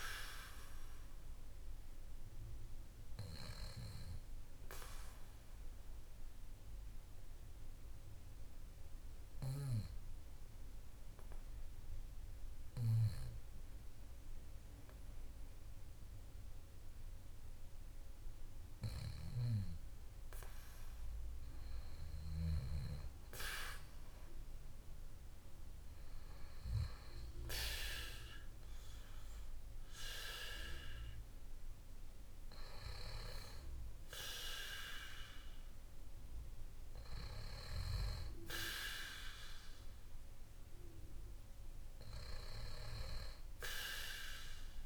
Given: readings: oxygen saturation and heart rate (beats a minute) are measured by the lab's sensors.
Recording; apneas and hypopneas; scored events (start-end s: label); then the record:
breathing in sleep by a room microphone; 1
4.50-19.50 s: obstructive apnea (oxygen 96% before, 92% lowest, heart rate 56 before, 50 extreme, up 1 after)
23.00-28.50 s: arousal
From the record:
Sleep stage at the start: N2 (light sleep); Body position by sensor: on the back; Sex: male